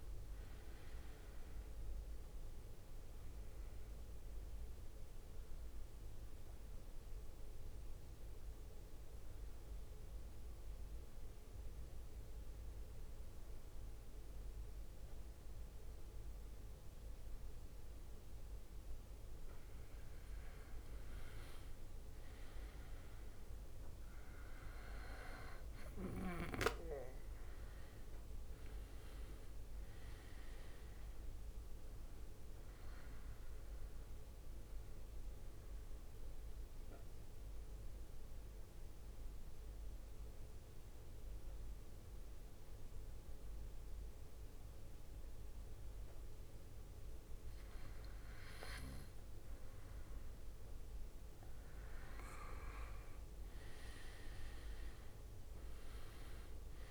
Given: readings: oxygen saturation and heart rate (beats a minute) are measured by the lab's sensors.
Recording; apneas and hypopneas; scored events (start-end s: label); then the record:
breathing in sleep by a room microphone; 2
0.00-4.50 s: drop in pulse transit time (device-marked, heart rate 57 extreme)
0.00-16.50 s: oxygen desaturation (device-marked, oxygen 90% lowest, heart rate 53 extreme)
4.00-18.50 s: central apnea (oxygen 97% before, 90% lowest, heart rate 68 before, 53 extreme, up 11 after)
21.50-25.00 s: arousal
24.50-45.50 s: oxygen desaturation (device-marked, oxygen 99% before, 94% lowest, heart rate 57 before, 52 extreme)
35.50-48.00 s: central apnea (oxygen 99% before, 90% lowest, heart rate 62 before, 52 extreme, up 14 after)
51.00-55.00 s: arousal
54.50-56.91 s: oxygen desaturation (device-marked, oxygen 98% before, 94% lowest, heart rate 57 before, 52 extreme)
From the record:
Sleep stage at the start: N2 (light sleep); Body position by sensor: on the back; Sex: male